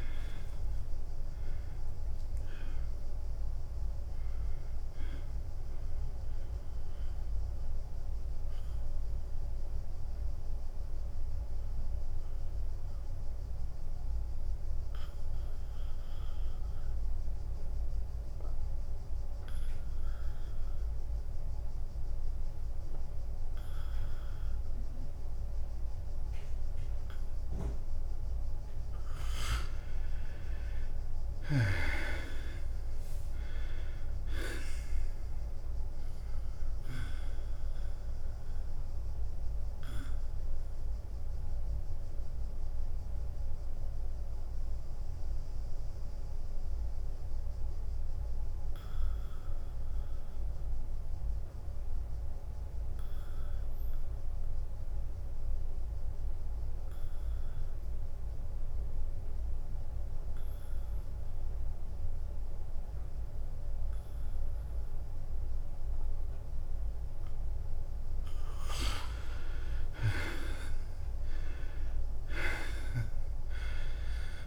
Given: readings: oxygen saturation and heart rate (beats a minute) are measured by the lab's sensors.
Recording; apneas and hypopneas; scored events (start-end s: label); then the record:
breathing in sleep by a room microphone; 2
0.00-10.00 s: drop in pulse transit time (device-marked, heart rate 89 extreme)
6.50-29.00 s: obstructive apnea (oxygen 99% before, 80% lowest, heart rate 92 before, 88 extreme, up 3 after)
25.00-58.00 s: oxygen desaturation (device-marked, oxygen 97% before, 83% lowest, heart rate 93 before, 88 extreme)
31.00-34.50 s: arousal
33.00-44.00 s: drop in pulse transit time (device-marked, heart rate 91 before, 88 extreme)
39.00-68.50 s: mixed apnea (oxygen 97% before, 79% lowest, heart rate 91 before, 88 extreme, up 7 after)
60.00-74.47 s: oxygen desaturation (device-marked, oxygen 98% before, 79% lowest, heart rate 90 before, 91 extreme)
70.50-74.47 s: arousal
71.00-74.47 s: drop in pulse transit time (device-marked, heart rate 91 before, 93 extreme)
From the record:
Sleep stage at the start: N2 (light sleep); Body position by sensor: on the back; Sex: male